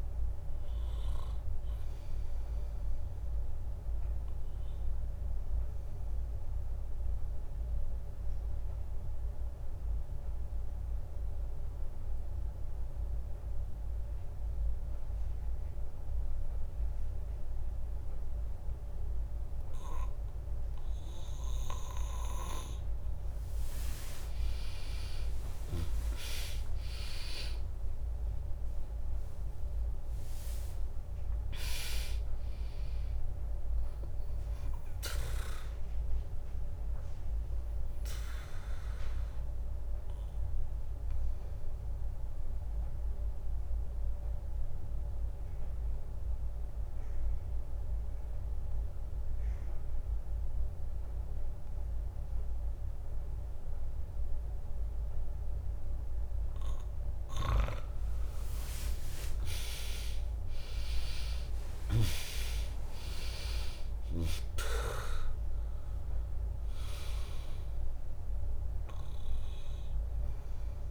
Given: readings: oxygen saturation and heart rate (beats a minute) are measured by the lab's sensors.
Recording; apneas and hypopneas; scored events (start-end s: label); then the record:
breathing in sleep by a room microphone; 2
0.00-4.00 s: drop in pulse transit time (device-marked, heart rate 62 extreme)
0.00-17.00 s: oxygen desaturation (device-marked, oxygen 95% lowest, heart rate 58 extreme)
4.50-22.50 s: obstructive apnea (oxygen 99% before, 95% lowest, heart rate 67 before, 58 extreme, up 2 after)
26.50-31.00 s: arousal
27.00-39.00 s: drop in pulse transit time (device-marked, heart rate 69 before, 61 extreme)
36.00-66.00 s: new sleep stage, N1 (lightest sleep)
39.00-57.50 s: obstructive apnea (oxygen 100% before, 95% lowest, heart rate 65 before, 63 extreme, up 4 after)
60.00-70.91 s: drop in pulse transit time (device-marked, heart rate 65 before, 63 extreme)
66.00-70.91 s: new sleep stage, N2 (light sleep)
From the record:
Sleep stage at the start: N2 (light sleep); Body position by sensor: on the back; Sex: female